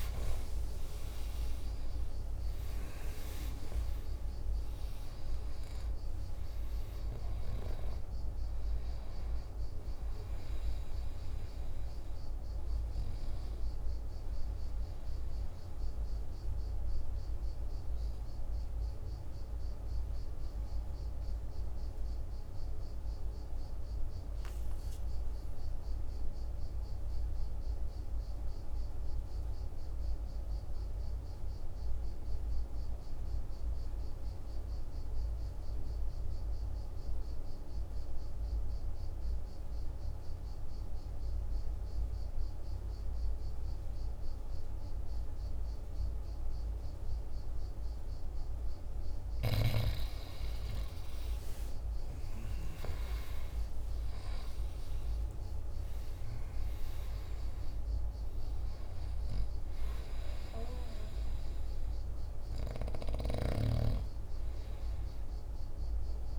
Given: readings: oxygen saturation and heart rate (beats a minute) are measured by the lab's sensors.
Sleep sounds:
breathing in sleep, hard to hear, by a room microphone; 1
0.00-3.50 s: arousal
0.00-25.00 s: oxygen desaturation (device-marked, oxygen 84% lowest, heart rate 48 extreme)
17.00-48.50 s: mixed apnea (oxygen 97% before, 84% lowest, heart rate 58 before, 48 extreme, up 12 after)
45.00-66.39 s: oxygen desaturation (device-marked, oxygen 98% before, 86% lowest, heart rate 49 before, 47 extreme)
50.50-55.00 s: arousal
From the record:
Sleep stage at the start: N2 (light sleep); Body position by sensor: on the back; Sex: male

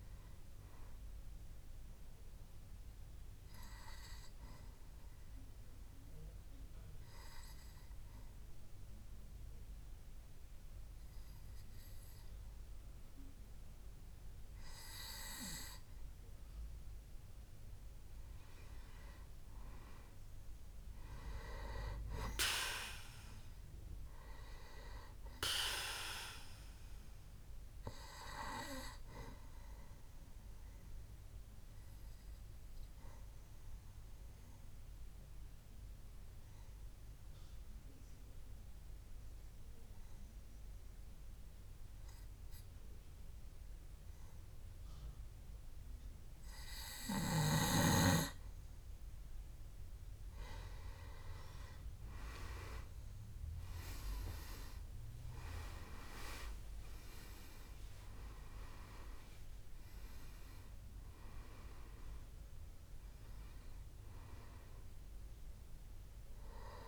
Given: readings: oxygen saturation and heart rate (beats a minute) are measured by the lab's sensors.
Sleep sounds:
breathing in sleep by a room microphone; 2
0.00-22.50 s: oxygen desaturation (device-marked, oxygen 91% lowest, heart rate 63 extreme)
2.50-18.50 s: obstructive apnea (oxygen 98% before, 90% lowest, heart rate 71 before, 63 extreme, up 6 after)
20.00-22.50 s: arousal
29.50-48.00 s: obstructive apnea (oxygen 99% before, 90% lowest, heart rate 67 before, 64 extreme, up 6 after)
52.00-55.50 s: arousal
52.50-66.88 s: oxygen desaturation (device-marked, oxygen 98% before, 90% lowest, heart rate 66 before, 62 extreme)
From the record:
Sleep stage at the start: N2 (light sleep); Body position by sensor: on the back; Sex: male

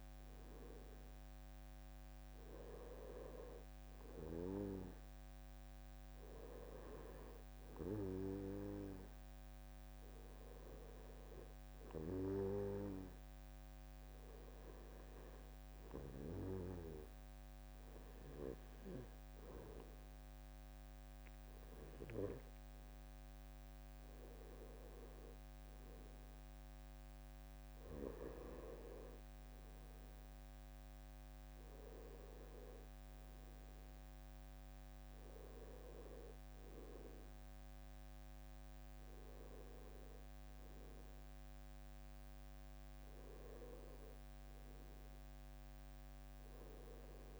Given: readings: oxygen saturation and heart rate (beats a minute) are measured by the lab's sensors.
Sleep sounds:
breathing in sleep by a microphone on the trachea; none
none scored
From the record:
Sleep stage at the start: N2 (light sleep); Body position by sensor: on the right side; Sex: male

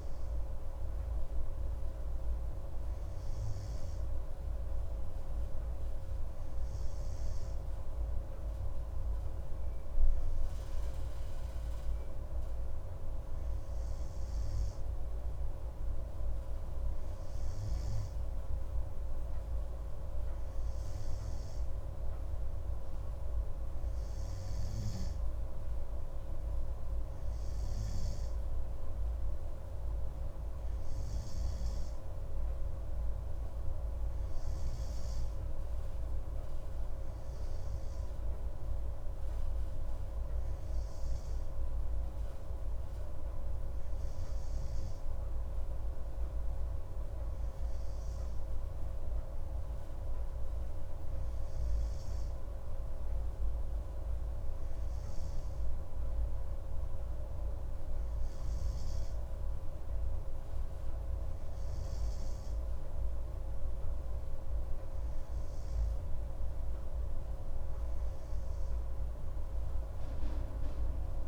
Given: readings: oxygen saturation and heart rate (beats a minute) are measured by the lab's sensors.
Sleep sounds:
breathing in sleep, hard to hear, by a room microphone; none
none scored
From the record:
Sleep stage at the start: N2 (light sleep); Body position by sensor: on the right side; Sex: male

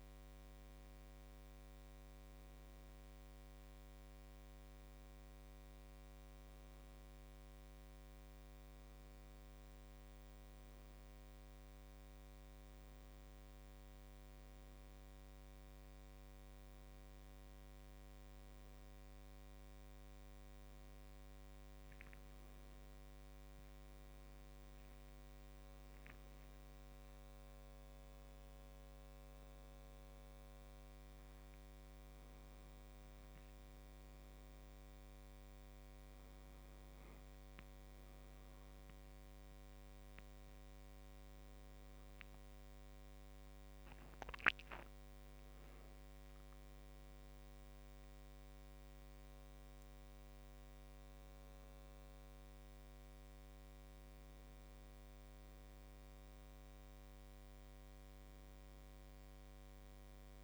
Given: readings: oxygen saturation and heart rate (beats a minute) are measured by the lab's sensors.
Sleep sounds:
a person awake in a sleep study, hard to hear, by a microphone on the trachea; none
none scored
From the record:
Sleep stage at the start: awake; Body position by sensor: on the back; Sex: male

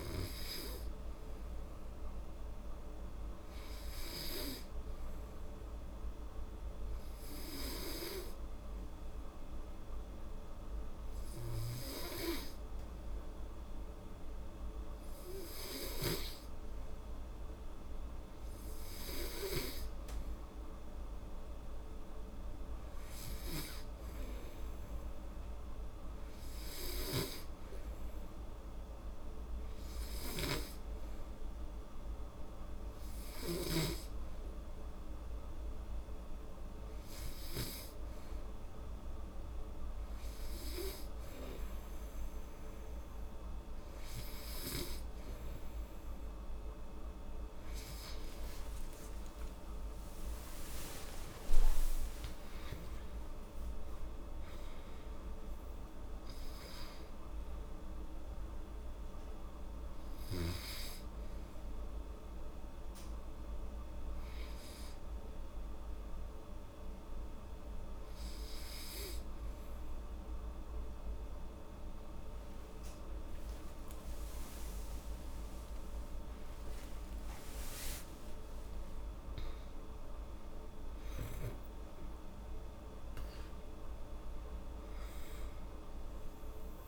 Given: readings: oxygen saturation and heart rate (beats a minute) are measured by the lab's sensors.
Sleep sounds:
breathing in sleep by a room microphone; 1
1.50-17.50 s: hypopnea (oxygen 95% before, 90% lowest, heart rate 80 before, 73 extreme, up 4 after)
16.50-38.50 s: oxygen desaturation (device-marked, oxygen 97% before, 90% lowest, heart rate 73 before, 76 extreme)
19.00-22.50 s: arousal
48.50-53.00 s: arousal
72.50-77.50 s: arousal
From the record:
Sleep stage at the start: N2 (light sleep); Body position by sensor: on the back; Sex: female

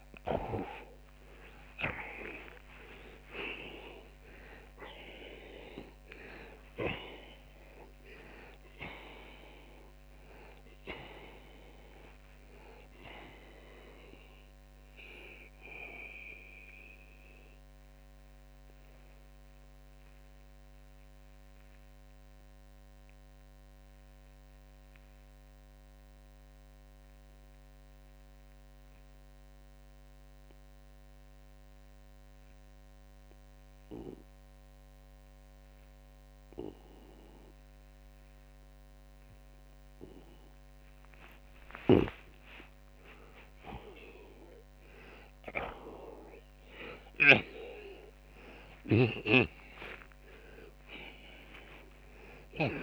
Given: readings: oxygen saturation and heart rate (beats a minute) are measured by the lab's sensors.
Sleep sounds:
breathing in sleep by a microphone on the trachea; 1
0.00-4.00 s: arousal
13.00-40.00 s: obstructive apnea (oxygen 92% before, 79% lowest, heart rate 124 before, 64 extreme)
32.00-41.00 s: oxygen desaturation (device-marked, oxygen 89% before, 85% lowest, heart rate 86 before, 65 extreme)
41.00-52.50 s: snoring (device-marked)
43.00-50.00 s: arousal
From the record:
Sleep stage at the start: N2 (light sleep); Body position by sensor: on the back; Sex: male

